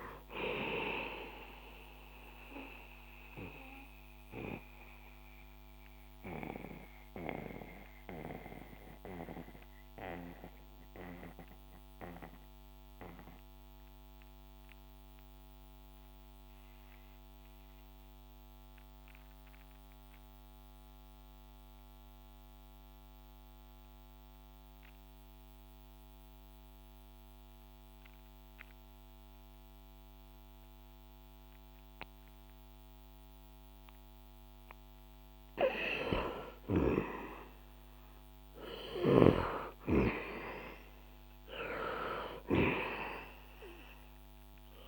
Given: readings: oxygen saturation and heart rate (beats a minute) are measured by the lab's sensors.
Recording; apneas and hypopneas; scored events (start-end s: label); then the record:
breathing in sleep by a microphone on the trachea; 1
0.00-8.50 s: oxygen desaturation (device-marked, oxygen 83% lowest, heart rate 59 extreme)
1.50-36.00 s: mixed apnea (oxygen 95% before, 78% lowest, heart rate 69 before, 61 extreme, up 8 after)
10.50-21.50 s: oxygen desaturation (device-marked, oxygen 85% before, 78% lowest, heart rate 70 before, 63 extreme)
34.50-44.87 s: oxygen desaturation (device-marked, oxygen 99% before, 84% lowest, heart rate 64 before, 58 extreme)
37.50-41.00 s: arousal
From the record:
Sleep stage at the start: REM sleep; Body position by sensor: on the back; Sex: male